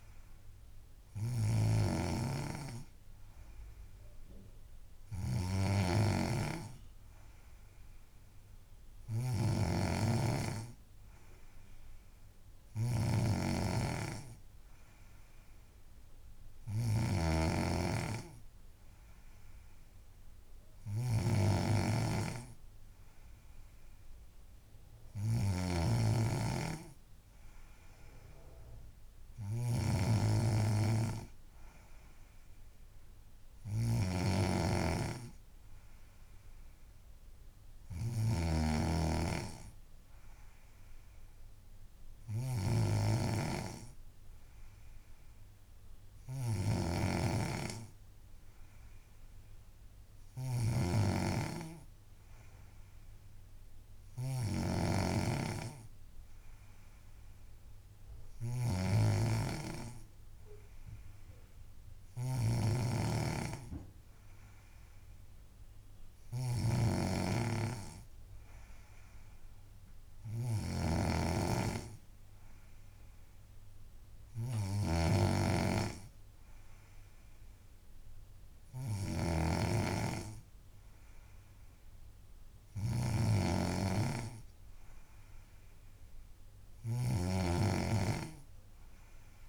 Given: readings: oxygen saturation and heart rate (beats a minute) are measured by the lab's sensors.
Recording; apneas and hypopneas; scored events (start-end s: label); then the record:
breathing in sleep by a room microphone; none
0.00-89.48 s: snoring (device-marked)
88.50-89.48 s: new sleep stage, awake
From the record:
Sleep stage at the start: N3 (deep sleep); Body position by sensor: on the back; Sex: female